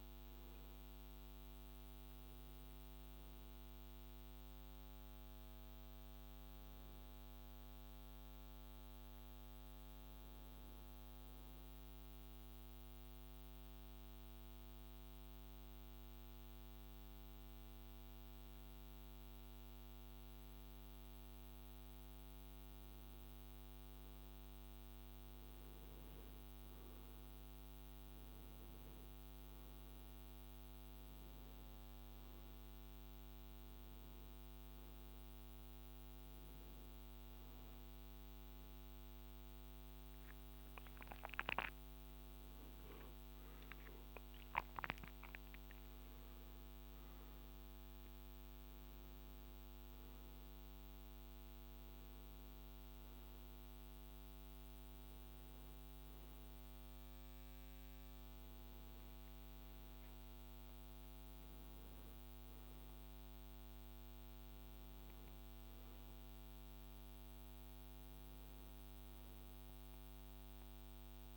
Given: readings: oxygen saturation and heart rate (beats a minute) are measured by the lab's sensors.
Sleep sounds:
a person partly awake in a sleep study, hard to hear, by a microphone on the trachea; 1
12.50-25.00 s: hypopnea (oxygen 96% before, 95% lowest, heart rate 68 before, 65 extreme, up 8 after)
50.00-71.37 s: new sleep stage, awake
From the record:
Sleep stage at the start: N1 (lightest sleep); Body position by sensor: on the right side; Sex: male

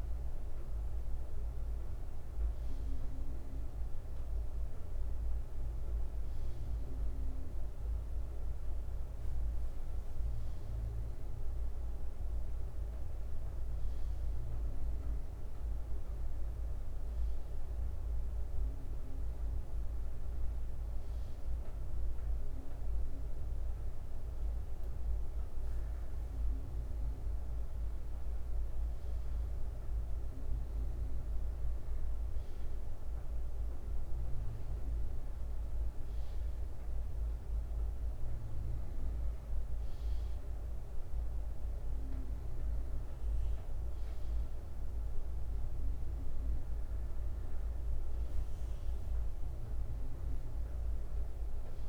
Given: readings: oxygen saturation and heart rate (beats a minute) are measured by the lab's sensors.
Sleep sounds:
breathing in sleep, hard to hear, by a room microphone; none
11.50-21.50 s: bradycardia (device-marked, heart rate 66 before, 52 extreme)
33.50-37.50 s: bradycardia (device-marked, heart rate 66 before, 59 extreme)
39.50-49.50 s: bradycardia (device-marked, heart rate 66 before, 57 extreme)
From the record:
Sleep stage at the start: N2 (light sleep); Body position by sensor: on the front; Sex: male

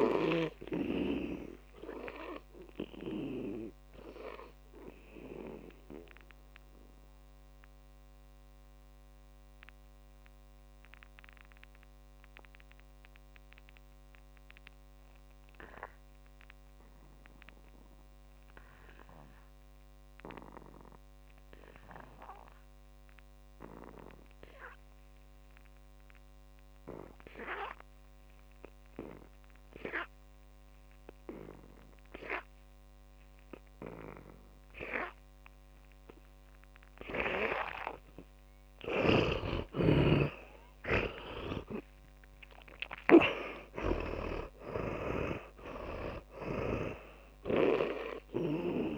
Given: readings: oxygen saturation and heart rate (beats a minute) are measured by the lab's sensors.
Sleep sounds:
breathing in sleep by a microphone on the trachea; 1
0.00-24.50 s: oxygen desaturation (device-marked, oxygen 76% lowest, heart rate 51 extreme)
2.00-39.00 s: mixed apnea (oxygen 100% before, 75% lowest, heart rate 59 before, 51 extreme, up 28 after)
32.50-36.50 s: oxygen desaturation (device-marked, oxygen 100% before, 93% lowest, heart rate 61 before, 51 extreme)
39.50-45.00 s: snoring (device-marked)
40.50-44.50 s: arousal
40.50-48.98 s: oxygen desaturation (device-marked, oxygen 97% before, 75% lowest, heart rate 57 before, 48 extreme)
From the record:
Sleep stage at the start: N2 (light sleep); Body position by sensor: on the back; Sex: male

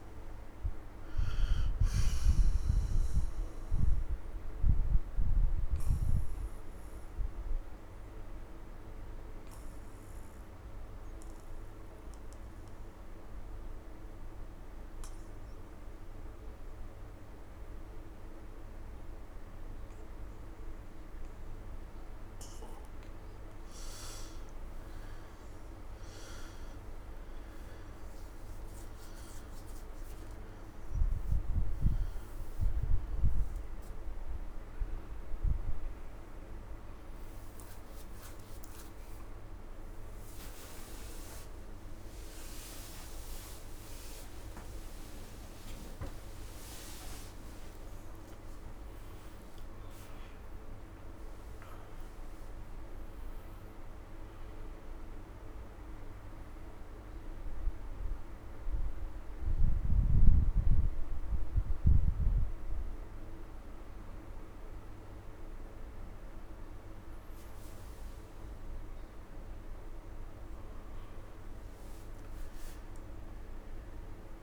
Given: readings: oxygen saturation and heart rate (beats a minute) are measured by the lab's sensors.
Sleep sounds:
breathing in sleep, hard to hear, by a room microphone; 2
0.00-16.50 s: oxygen desaturation (device-marked, oxygen 89% lowest)
2.50-21.00 s: obstructive apnea (oxygen 96% before, 89% lowest, heart rate 74 before, 37 extreme, up 7 after)
23.50-26.50 s: arousal
23.50-46.50 s: oxygen desaturation (device-marked, oxygen 97% before, 89% lowest, heart rate 83 before, 80 extreme)
40.50-70.50 s: new sleep stage, N1 (lightest sleep)
49.00-52.50 s: arousal
55.50-66.50 s: hypopnea (oxygen 99% before, 91% lowest, heart rate 109 before, 79 extreme, up 23 after)
65.50-74.43 s: oxygen desaturation (device-marked, oxygen 99% before, 93% lowest, heart rate 107 before, 39 extreme)
70.50-73.50 s: arousal
70.50-74.43 s: new sleep stage, N2 (light sleep)
From the record:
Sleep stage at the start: N2 (light sleep); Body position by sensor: on the right side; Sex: male

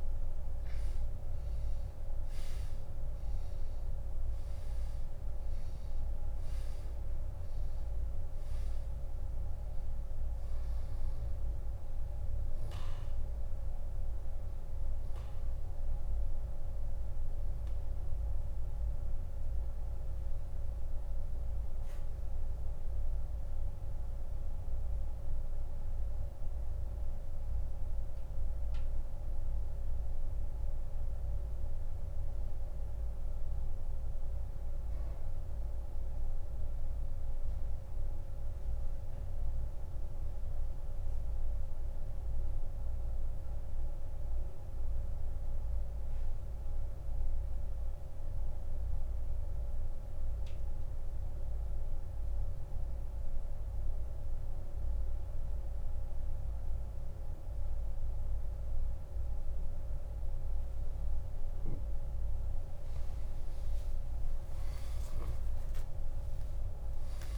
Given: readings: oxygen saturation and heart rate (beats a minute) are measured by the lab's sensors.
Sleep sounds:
breathing in sleep, hard to hear, by a room microphone; 1
18.00-61.00 s: central apnea (oxygen 98% before, 86% lowest, heart rate 34 before, 26 extreme, up 49 after)
35.00-54.00 s: oxygen desaturation (device-marked, oxygen 94% before, 88% lowest, heart rate 40 before, 27 extreme)
64.00-67.38 s: arousal
From the record:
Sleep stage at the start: N2 (light sleep); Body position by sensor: on the back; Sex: male

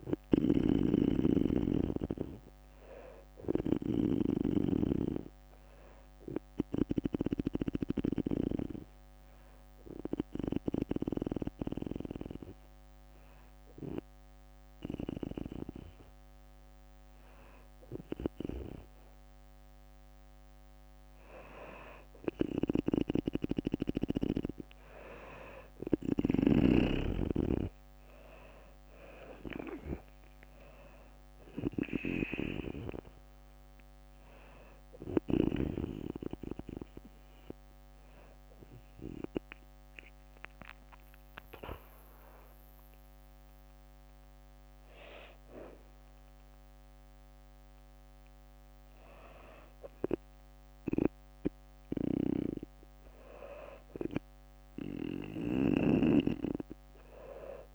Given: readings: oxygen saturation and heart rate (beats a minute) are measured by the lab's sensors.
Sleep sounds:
breathing in sleep by a microphone on the trachea; 1
0.00-6.50 s: snoring (device-marked)
0.00-7.00 s: drop in pulse transit time (device-marked, heart rate 64 extreme)
22.00-26.00 s: snoring (device-marked)
29.00-45.00 s: oxygen desaturation (device-marked, oxygen 97% before, 93% lowest, heart rate 62 before, 60 extreme)
29.00-47.00 s: drop in pulse transit time (device-marked, heart rate 62 before, 61 extreme)
37.00-48.00 s: hypopnea (oxygen 97% before, 93% lowest, heart rate 66 before, 60 extreme, up 0 after)
49.00-51.50 s: arousal
From the record:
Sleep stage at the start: N2 (light sleep); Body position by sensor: on the back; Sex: female

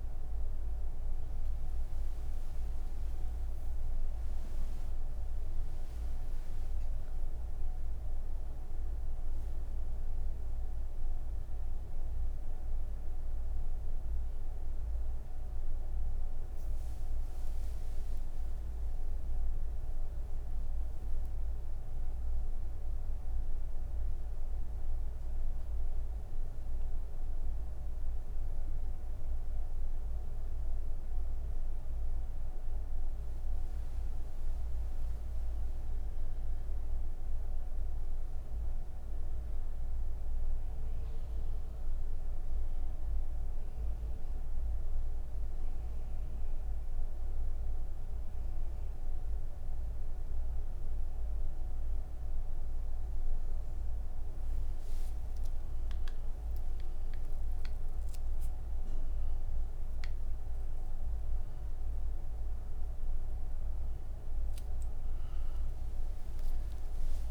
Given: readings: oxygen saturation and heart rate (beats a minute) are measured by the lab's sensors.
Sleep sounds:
breathing in sleep, hard to hear, by a room microphone; 1
22.00-33.00 s: obstructive apnea (oxygen 98% before, 94% lowest)
From the record:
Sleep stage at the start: N1 (lightest sleep); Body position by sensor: on the right side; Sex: female

